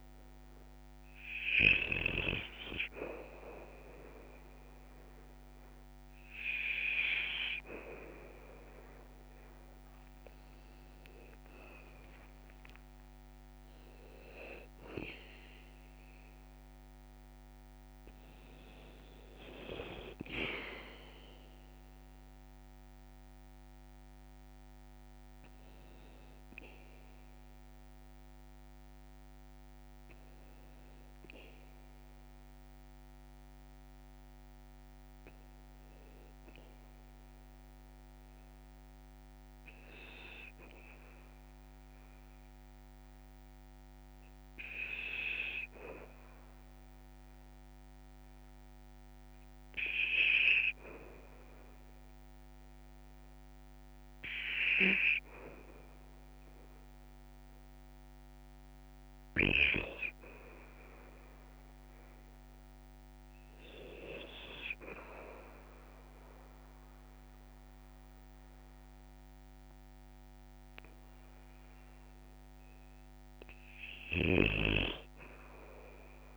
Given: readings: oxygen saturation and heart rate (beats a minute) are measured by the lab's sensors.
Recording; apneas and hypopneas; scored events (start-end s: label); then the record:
breathing in sleep by a microphone on the trachea; 1
8.50-76.37 s: new sleep stage, N2 (light sleep)
10.00-14.50 s: arousal
10.50-12.50 s: long interval between heartbeats (device-marked, heart rate 61 before, 74 extreme)
15.50-24.50 s: oxygen desaturation (device-marked, oxygen 97% before, 94% lowest, heart rate 67 before, 57 extreme)
39.00-42.50 s: arousal
45.00-59.00 s: hypopnea (oxygen 97% before, 96% lowest, heart rate 60 before, 55 extreme, up 0 after)
62.00-65.00 s: arousal
From the record:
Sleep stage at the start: REM sleep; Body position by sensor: on the back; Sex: male